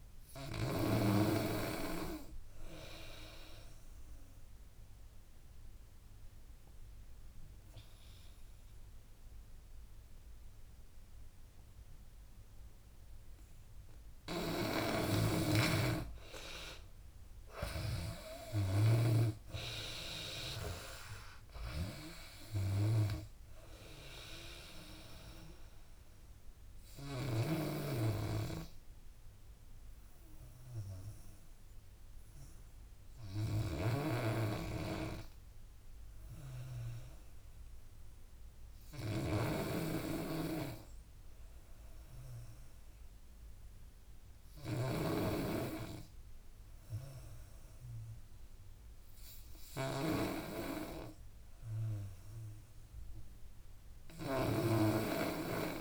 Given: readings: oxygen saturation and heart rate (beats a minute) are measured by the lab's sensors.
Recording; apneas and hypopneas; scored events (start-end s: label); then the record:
breathing in sleep by a room microphone; 2
0.00-1.00 s: snoring (device-marked)
3.50-14.00 s: obstructive apnea (oxygen 96% before, 89% lowest, heart rate 75 before, 73 extreme, up 9 after)
4.50-13.50 s: oxygen desaturation (device-marked, oxygen 95% before, 92% lowest, heart rate 75 before, 73 extreme)
14.50-18.00 s: snoring (device-marked)
15.50-19.00 s: arousal
17.50-29.50 s: drop in pulse transit time (device-marked, heart rate 79 before, 79 extreme)
24.50-41.50 s: oxygen desaturation (device-marked, oxygen 93% before, 89% lowest, heart rate 83 before, 73 extreme)
25.50-37.00 s: hypopnea (oxygen 95% before, 89% lowest, heart rate 84 before, 73 extreme, up 4 after)
33.50-55.81 s: snoring (device-marked)
41.00-44.50 s: arousal
From the record:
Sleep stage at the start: N2 (light sleep); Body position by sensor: on the back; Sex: female